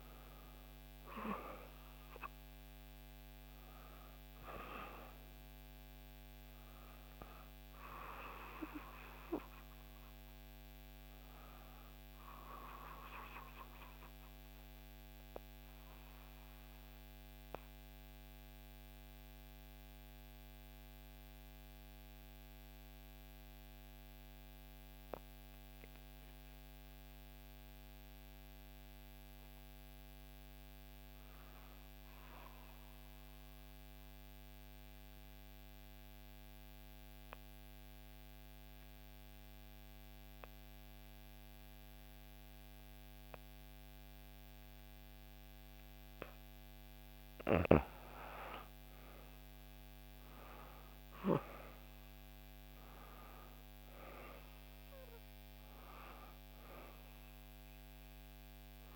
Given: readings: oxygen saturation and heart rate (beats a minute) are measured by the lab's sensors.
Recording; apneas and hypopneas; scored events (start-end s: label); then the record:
breathing in sleep by a microphone on the trachea; 1
0.00-5.50 s: oxygen desaturation (device-marked, oxygen 88% lowest, heart rate 60 extreme)
8.00-11.50 s: arousal
14.00-46.00 s: mixed apnea (oxygen 98% before, 87% lowest, heart rate 64 before, 58 extreme, up 4 after)
35.50-58.96 s: oxygen desaturation (device-marked, oxygen 99% before, 87% lowest, heart rate 63 before, 58 extreme)
48.00-51.50 s: arousal
From the record:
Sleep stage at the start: N2 (light sleep); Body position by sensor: on the back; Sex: female